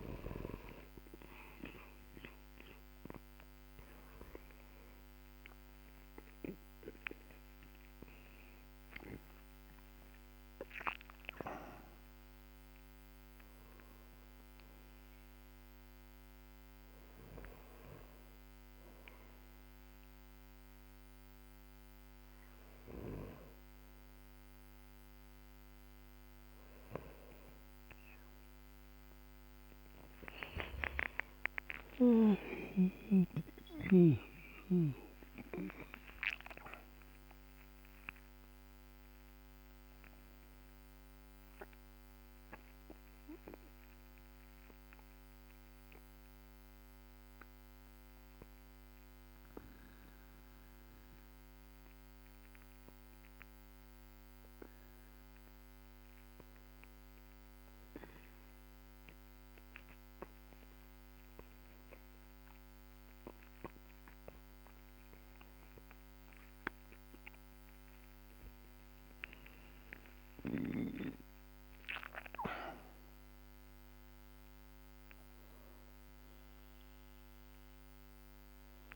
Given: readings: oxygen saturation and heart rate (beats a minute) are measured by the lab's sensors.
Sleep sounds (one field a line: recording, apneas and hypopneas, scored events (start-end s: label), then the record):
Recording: breathing in sleep by a microphone on the trachea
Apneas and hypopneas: 1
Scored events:
0.00-15.00 s: oxygen desaturation (device-marked, oxygen 93% lowest, heart rate 54 extreme)
7.00-11.00 s: arousal
30.00-34.50 s: arousal
47.50-67.50 s: hypopnea (oxygen 96% before, 95% lowest, heart rate 62 before, 54 extreme, up 15 after)
52.00-78.96 s: new sleep stage, N2 (light sleep)
68.50-72.50 s: arousal
From the record:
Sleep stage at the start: N1 (lightest sleep)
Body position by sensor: on the back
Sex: male